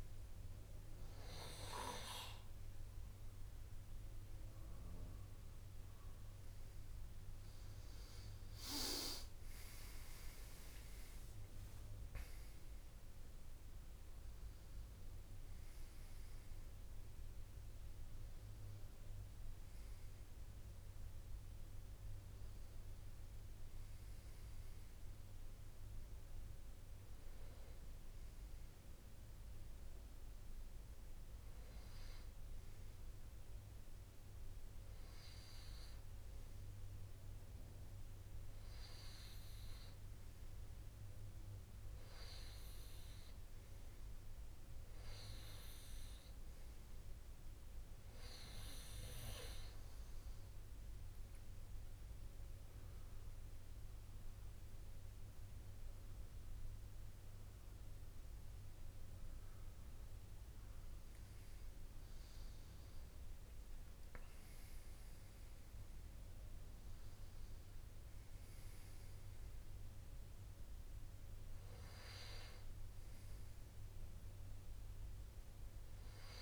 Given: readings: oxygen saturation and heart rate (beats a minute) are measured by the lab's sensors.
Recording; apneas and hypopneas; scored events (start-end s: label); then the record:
breathing in sleep by a room microphone; none
7.50-12.50 s: arousal
From the record:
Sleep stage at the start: N2 (light sleep); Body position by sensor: on the right side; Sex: male